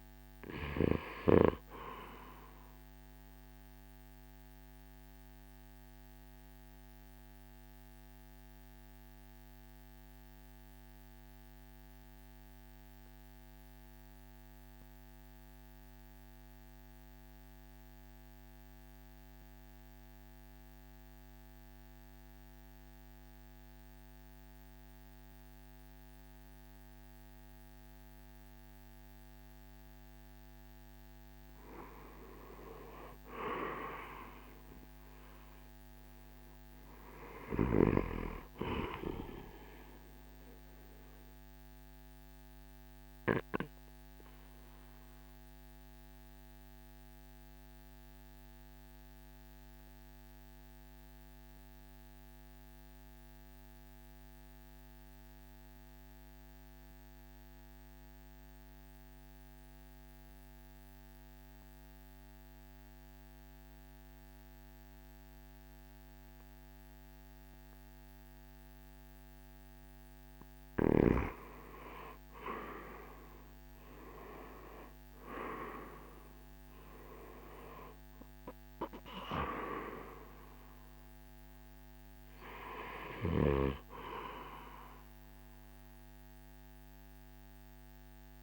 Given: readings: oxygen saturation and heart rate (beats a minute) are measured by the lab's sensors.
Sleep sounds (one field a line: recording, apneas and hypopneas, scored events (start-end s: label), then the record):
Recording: breathing in sleep by a microphone on the trachea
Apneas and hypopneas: 2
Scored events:
0.00-19.50 s: oxygen desaturation (device-marked, oxygen 86% lowest, heart rate 51 extreme)
2.00-30.00 s: obstructive apnea (oxygen 97% before, 83% lowest, heart rate 60 before, 51 extreme, up 12 after)
31.50-35.50 s: arousal
33.50-70.50 s: oxygen desaturation (device-marked, oxygen 97% before, 83% lowest, heart rate 53 before, 50 extreme)
36.50-49.50 s: drop in pulse transit time (device-marked, heart rate 54 before, 56 extreme)
39.50-69.50 s: obstructive apnea (oxygen 97% before, 80% lowest, heart rate 55 before, 50 extreme, up 19 after)
73.00-78.00 s: arousal
75.50-88.43 s: drop in pulse transit time (device-marked, heart rate 52 before, 57 extreme)
75.50-88.43 s: oxygen desaturation (device-marked, oxygen 96% before, 80% lowest, heart rate 52 before, 52 extreme)
From the record:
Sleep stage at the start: REM sleep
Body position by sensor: on the right side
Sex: male